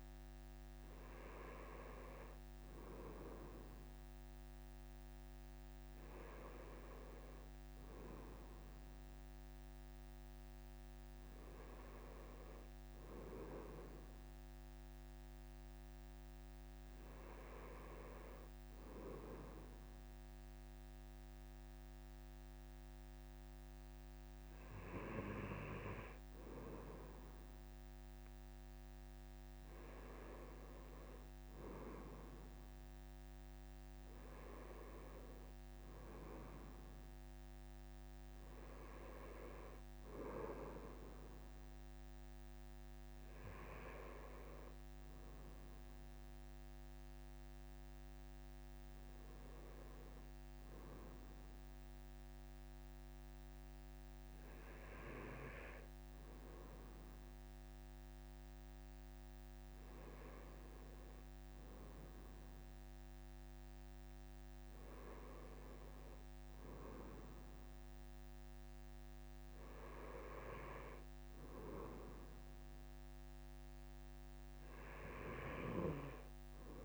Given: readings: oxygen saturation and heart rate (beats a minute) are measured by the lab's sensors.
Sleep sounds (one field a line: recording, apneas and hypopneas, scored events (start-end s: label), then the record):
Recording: breathing in sleep by a microphone on the trachea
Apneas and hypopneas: none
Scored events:
none scored
From the record:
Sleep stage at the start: N2 (light sleep)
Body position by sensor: on the right side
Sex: male